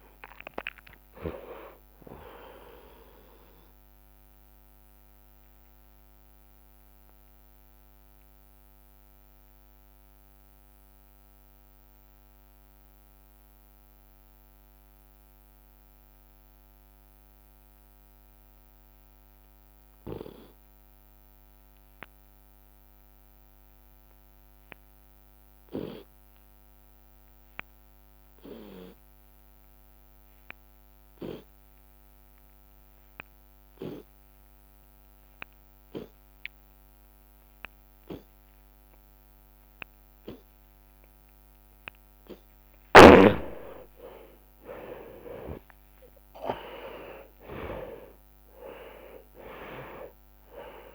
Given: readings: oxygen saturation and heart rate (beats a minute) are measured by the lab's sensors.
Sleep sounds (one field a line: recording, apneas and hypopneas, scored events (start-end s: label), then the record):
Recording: breathing in sleep by a microphone on the trachea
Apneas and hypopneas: 1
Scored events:
1.00-3.00 s: long interval between heartbeats (device-marked, heart rate 96 before, 68 extreme)
1.00-7.00 s: drop in pulse transit time (device-marked, heart rate 96 before, 47 extreme)
5.00-41.00 s: obstructive apnea (oxygen 91% before, 85% lowest, heart rate 87 before, 47 extreme, up 47 after)
10.00-22.00 s: oxygen desaturation (device-marked, oxygen 97% before, 85% lowest, heart rate 64 before, 54 extreme)
22.00-32.00 s: drop in pulse transit time (device-marked, heart rate 52 before, 55 extreme)
25.00-27.00 s: long interval between heartbeats (device-marked, heart rate 51 before, 65 extreme)
28.00-35.00 s: tachycardia (device-marked, heart rate 54 before, 119 extreme)
29.00-31.00 s: long interval between heartbeats (device-marked, heart rate 56 before, 81 extreme)
31.50-33.50 s: long interval between heartbeats (device-marked, heart rate 60 before, 106 extreme)
34.50-36.50 s: long interval between heartbeats (device-marked, heart rate 69 before, 119 extreme)
35.00-38.00 s: drop in pulse transit time (device-marked, heart rate 72 before, 108 extreme)
37.00-50.00 s: oxygen desaturation (device-marked, oxygen 100% before, 94% lowest, heart rate 78 before, 55 extreme)
38.00-40.00 s: long interval between heartbeats (device-marked, heart rate 81 before, 78 extreme)
39.00-44.00 s: tachycardia (device-marked, heart rate 56 before, 117 extreme)
40.50-42.50 s: long interval between heartbeats (device-marked, heart rate 83 before, 90 extreme)
43.00-45.00 s: long interval between heartbeats (device-marked, heart rate 90 before, 117 extreme)
43.50-49.00 s: arousal
45.00-47.00 s: long interval between heartbeats (device-marked, heart rate 96 before, 123 extreme)
48.00-50.00 s: long interval between heartbeats (device-marked, heart rate 103 before, 97 extreme)
49.00-50.95 s: drop in pulse transit time (device-marked, heart rate 104 before, 68 extreme)
49.00-50.95 s: tachycardia (device-marked, heart rate 58 before, 105 extreme)
From the record:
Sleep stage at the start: N2 (light sleep)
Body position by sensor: on the left side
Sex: male